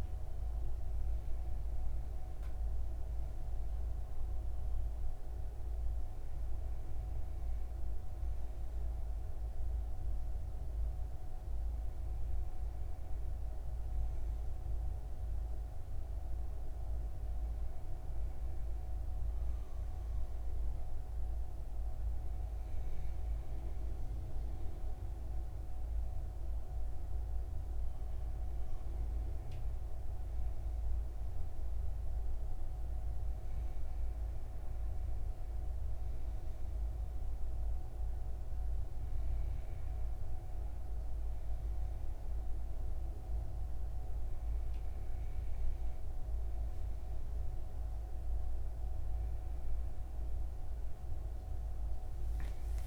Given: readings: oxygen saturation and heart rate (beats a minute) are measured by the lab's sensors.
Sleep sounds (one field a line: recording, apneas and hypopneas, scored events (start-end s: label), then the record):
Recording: breathing in sleep, hard to hear, by a room microphone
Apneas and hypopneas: none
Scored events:
51.50-52.87 s: arousal
From the record:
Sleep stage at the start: N2 (light sleep)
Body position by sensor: on the right side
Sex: male